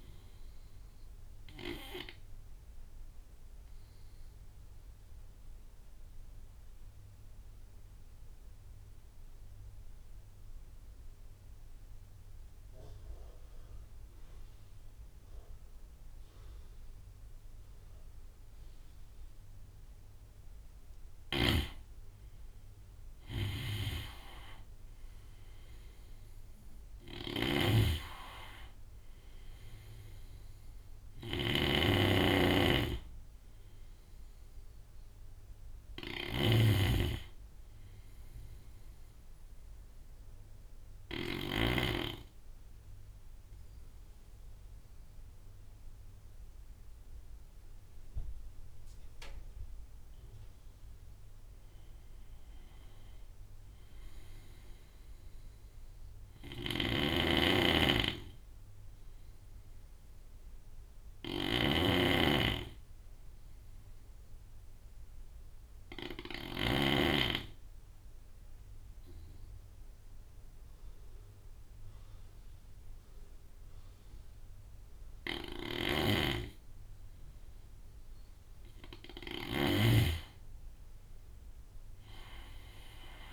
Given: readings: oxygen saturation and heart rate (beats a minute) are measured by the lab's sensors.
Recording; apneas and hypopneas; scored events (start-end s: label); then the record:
breathing in sleep by a room microphone; 3
0.00-12.50 s: oxygen desaturation (device-marked, oxygen 86% lowest)
1.00-19.00 s: obstructive apnea (oxygen 97% before, 86% lowest)
22.00-26.50 s: arousal
23.00-40.50 s: snoring (device-marked)
23.50-44.50 s: oxygen desaturation (device-marked, oxygen 98% before, 89% lowest)
38.50-49.50 s: obstructive apnea (oxygen 98% before, 87% lowest)
52.00-56.00 s: arousal
55.50-66.00 s: snoring (device-marked)
62.50-75.50 s: obstructive apnea (oxygen 97% before, 87% lowest)
74.50-79.00 s: snoring (device-marked)
80.00-83.33 s: arousal
From the record:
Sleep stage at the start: N2 (light sleep); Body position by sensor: on the right side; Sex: male